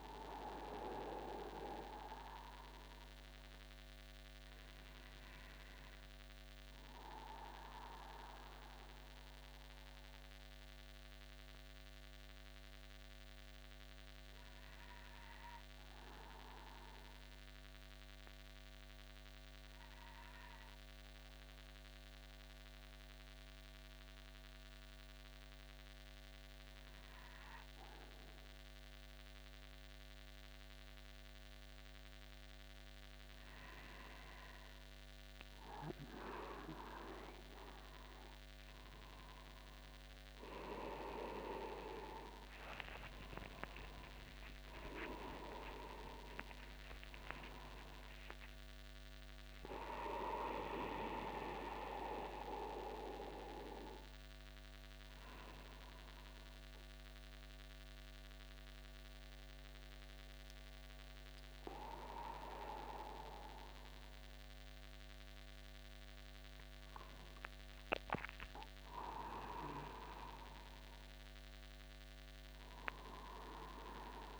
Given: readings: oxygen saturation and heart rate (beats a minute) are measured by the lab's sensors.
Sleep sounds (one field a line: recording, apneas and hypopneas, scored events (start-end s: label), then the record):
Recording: a person partly awake in a sleep study, by a microphone on the trachea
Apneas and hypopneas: 1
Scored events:
5.00-31.00 s: obstructive apnea (oxygen 98% before, 95% lowest, heart rate 50 before, 45 extreme, up 0 after)
40.00-74.40 s: new sleep stage, awake
45.50-47.50 s: long interval between heartbeats (device-marked, heart rate 51 before, 77 extreme)
49.00-51.00 s: long interval between heartbeats (device-marked, heart rate 57 before, 77 extreme)
55.00-57.00 s: long interval between heartbeats (device-marked, heart rate 64 before, 40 extreme)
61.50-63.50 s: long interval between heartbeats (device-marked, heart rate 63 before, 67 extreme)
67.00-69.00 s: long interval between heartbeats (device-marked, heart rate 64 before, 83 extreme)
71.50-73.50 s: long interval between heartbeats (device-marked, heart rate 65 before, 103 extreme)
From the record:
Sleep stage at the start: N1 (lightest sleep)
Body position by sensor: upright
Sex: male